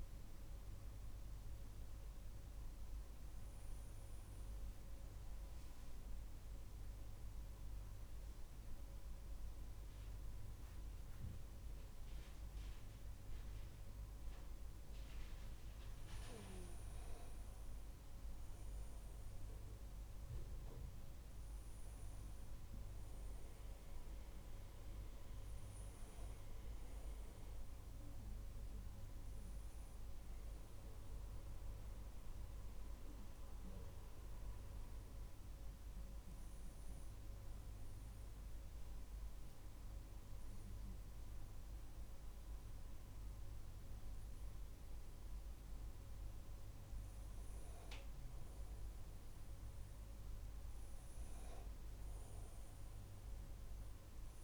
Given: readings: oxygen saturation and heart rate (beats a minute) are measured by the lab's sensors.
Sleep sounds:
breathing in sleep, hard to hear, by a room microphone; 2
5.00-16.50 s: obstructive apnea (oxygen 99% before, 96% lowest, heart rate 56 before, 45 extreme, up 10 after)
19.00-23.00 s: arousal
38.00-49.00 s: obstructive apnea (oxygen 99% before, 96% lowest, heart rate 52 before, 42 extreme, up 16 after)
51.50-54.44 s: arousal
From the record:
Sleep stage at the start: N1 (lightest sleep); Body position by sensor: on the back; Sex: male

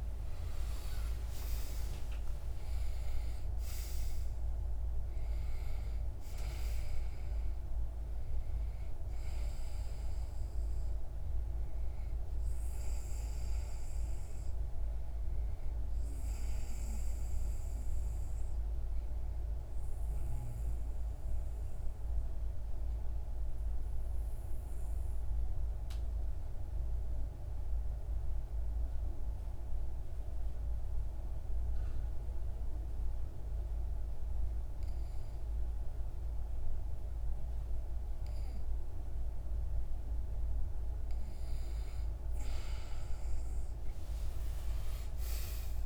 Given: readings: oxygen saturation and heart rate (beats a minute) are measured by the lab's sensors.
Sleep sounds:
breathing in sleep, hard to hear, by a room microphone; 1
0.00-1.50 s: arousal
0.00-22.00 s: oxygen desaturation (device-marked, oxygen 93% lowest)
20.50-41.00 s: obstructive apnea (oxygen 96% before, 94% lowest)
43.00-45.86 s: arousal
From the record:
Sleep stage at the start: N2 (light sleep); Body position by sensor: on the back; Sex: male

